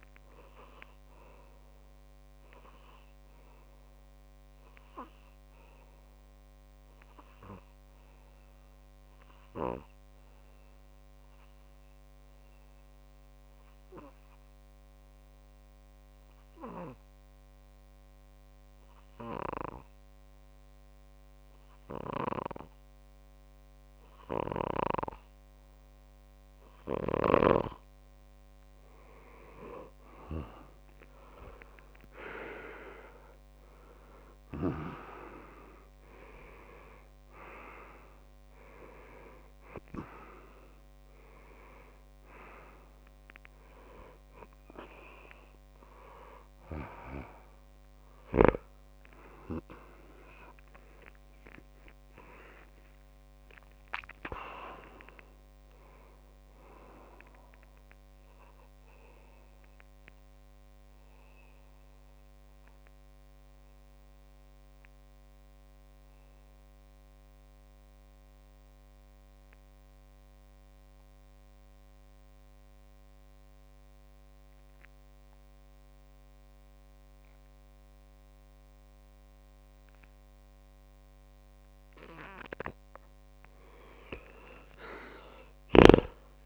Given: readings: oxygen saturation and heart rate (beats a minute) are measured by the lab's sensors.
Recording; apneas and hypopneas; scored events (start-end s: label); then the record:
breathing in sleep by a microphone on the trachea; 2
0.00-8.00 s: oxygen desaturation (device-marked, oxygen 95% lowest)
1.50-3.50 s: long interval between heartbeats (device-marked, heart rate 54 before, 37 extreme)
3.50-27.00 s: obstructive apnea (oxygen 99% before, 92% lowest)
6.00-8.00 s: long interval between heartbeats (device-marked, heart rate 43 before, 35 extreme)
24.00-26.00 s: long interval between heartbeats (device-marked)
27.50-29.50 s: long interval between heartbeats (device-marked)
29.00-59.00 s: new sleep stage, N1 (lightest sleep)
29.50-31.50 s: long interval between heartbeats (device-marked, heart rate 32 before, 71 extreme)
29.50-33.00 s: arousal
31.50-33.50 s: long interval between heartbeats (device-marked, heart rate 36 before, 61 extreme)
34.50-36.50 s: long interval between heartbeats (device-marked, heart rate 42 before, 55 extreme)
35.00-40.00 s: oxygen desaturation (device-marked, oxygen 99% before, 95% lowest)
36.50-38.50 s: long interval between heartbeats (device-marked, heart rate 45 before, 51 extreme)
45.50-47.50 s: long interval between heartbeats (device-marked, heart rate 49 before, 27 extreme)
50.00-53.50 s: arousal
53.00-57.00 s: tachycardia (device-marked, heart rate 71 before, 129 extreme)
55.00-57.00 s: long interval between heartbeats (device-marked, heart rate 43 before, 86 extreme)
57.00-59.00 s: long interval between heartbeats (device-marked, heart rate 48 before, 114 extreme)
57.00-74.00 s: oxygen desaturation (device-marked, oxygen 96% before, 92% lowest)
59.00-86.45 s: new sleep stage, N2 (light sleep)
59.50-81.50 s: obstructive apnea (oxygen 98% before, 92% lowest)
60.00-62.00 s: long interval between heartbeats (device-marked, heart rate 58 before, 80 extreme)
69.50-71.50 s: long interval between heartbeats (device-marked, heart rate 79 before, 75 extreme)
71.50-73.50 s: long interval between heartbeats (device-marked, heart rate 83 before, 73 extreme)
79.00-81.00 s: long interval between heartbeats (device-marked, heart rate 69 before, 46 extreme)
81.00-83.00 s: long interval between heartbeats (device-marked, heart rate 65 before, 65 extreme)
84.50-86.45 s: arousal
From the record:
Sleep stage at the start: N2 (light sleep); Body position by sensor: on the back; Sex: male